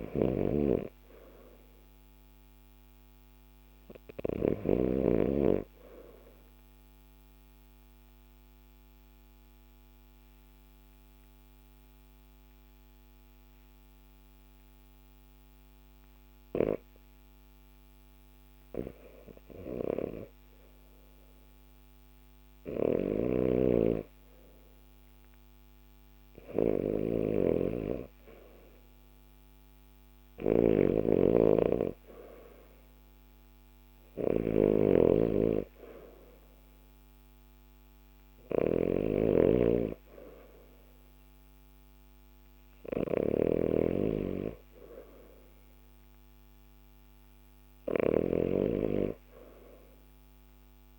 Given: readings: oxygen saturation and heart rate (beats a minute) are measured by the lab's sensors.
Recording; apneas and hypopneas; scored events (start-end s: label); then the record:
breathing in sleep by a microphone on the trachea; 1
0.00-4.50 s: snoring (device-marked)
7.00-19.50 s: obstructive apnea (oxygen 95% before, 92% lowest, heart rate 52 before, 50 extreme, up 2 after)
22.50-50.99 s: snoring (device-marked)
23.00-27.00 s: arousal
36.00-50.99 s: oxygen desaturation (device-marked, oxygen 95% before, 92% lowest, heart rate 52 before, 51 extreme)
From the record:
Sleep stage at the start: REM sleep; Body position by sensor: on the left side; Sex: male